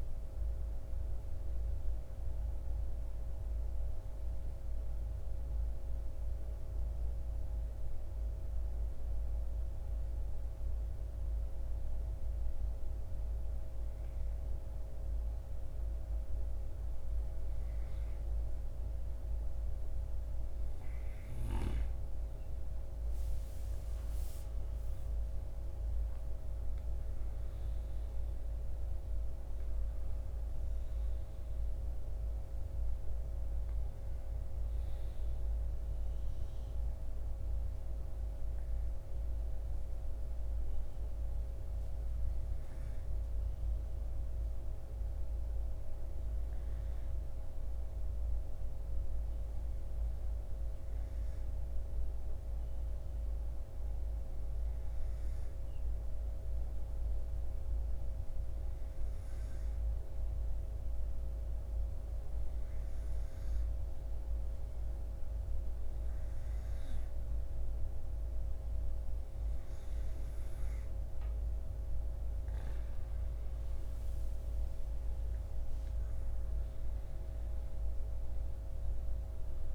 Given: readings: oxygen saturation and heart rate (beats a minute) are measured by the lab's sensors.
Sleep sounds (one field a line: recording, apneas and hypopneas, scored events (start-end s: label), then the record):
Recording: breathing in sleep, hard to hear, by a room microphone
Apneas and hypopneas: 1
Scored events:
2.50-12.50 s: obstructive apnea (oxygen 96% before, 92% lowest, heart rate 61 before, 50 extreme, up 2 after)
17.50-22.00 s: arousal
30.50-47.50 s: oxygen desaturation (device-marked, oxygen 98% before, 94% lowest, heart rate 54 before, 52 extreme)
From the record:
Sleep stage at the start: N2 (light sleep)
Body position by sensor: on the right side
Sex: male